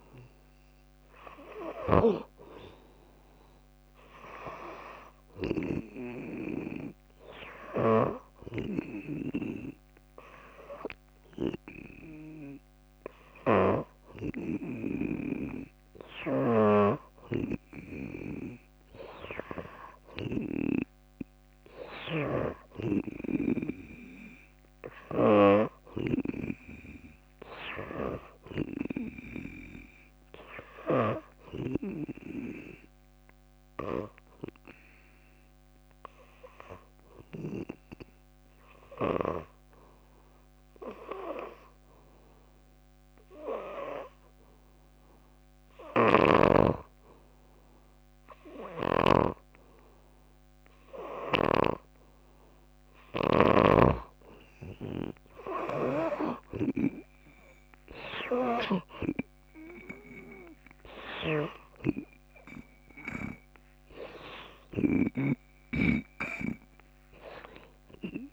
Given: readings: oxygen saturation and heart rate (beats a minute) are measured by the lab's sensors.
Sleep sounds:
breathing in sleep by a microphone on the trachea; 2
0.00-7.50 s: oxygen desaturation (device-marked, oxygen 89% lowest, heart rate 61 extreme)
5.00-17.50 s: hypopnea (oxygen 96% before, 83% lowest, heart rate 62 before, 60 extreme, up 1 after)
7.50-24.50 s: drop in pulse transit time (device-marked, heart rate 62 before, 66 extreme)
21.00-24.50 s: arousal
26.00-32.00 s: snoring (device-marked)
33.50-53.00 s: hypopnea (oxygen 92% before, 83% lowest, heart rate 68 before, 58 extreme, up 13 after)
54.50-58.00 s: arousal
58.50-68.33 s: oxygen desaturation (device-marked, oxygen 94% before, 83% lowest, heart rate 64 before, 55 extreme)
62.50-68.33 s: drop in pulse transit time (device-marked, heart rate 66 before, 67 extreme)
65.00-68.33 s: snoring (device-marked)
From the record:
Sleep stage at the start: N2 (light sleep); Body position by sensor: on the back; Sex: female

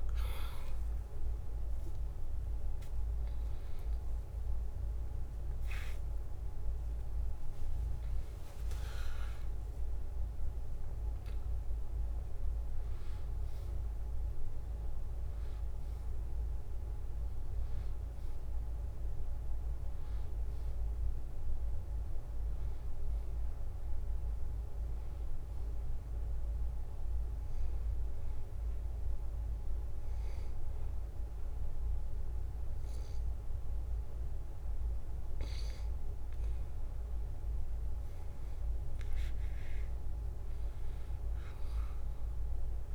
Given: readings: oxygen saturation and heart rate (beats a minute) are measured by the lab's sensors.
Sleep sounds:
breathing in sleep, hard to hear, by a room microphone; 1
1.50-16.50 s: oxygen desaturation (device-marked, oxygen 95% before, 91% lowest, heart rate 73 before, 72 extreme)
2.00-6.00 s: arousal
27.50-38.50 s: hypopnea (oxygen 94% before, 91% lowest, heart rate 79 before, 72 extreme, up 2 after)
40.50-42.95 s: arousal
From the record:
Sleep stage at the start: N2 (light sleep); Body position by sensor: on the back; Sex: male

